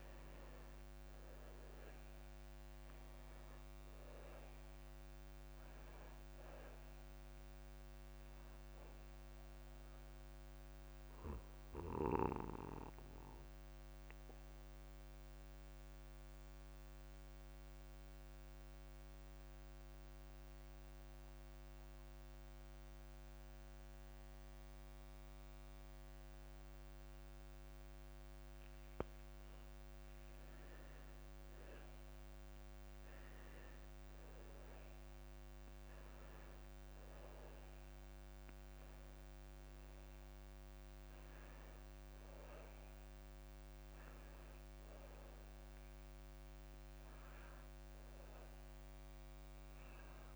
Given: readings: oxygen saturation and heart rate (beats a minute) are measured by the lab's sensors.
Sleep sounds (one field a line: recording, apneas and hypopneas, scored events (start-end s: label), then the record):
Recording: breathing in sleep, hard to hear, by a microphone on the trachea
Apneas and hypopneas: 1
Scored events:
0.00-1.00 s: arousal
0.00-22.00 s: oxygen desaturation (device-marked, oxygen 91% lowest)
10.00-28.50 s: mixed apnea (oxygen 98% before, 91% lowest)
31.00-34.50 s: arousal
37.00-50.36 s: oxygen desaturation (device-marked, oxygen 97% before, 91% lowest)
From the record:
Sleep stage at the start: N2 (light sleep)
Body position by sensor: on the back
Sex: male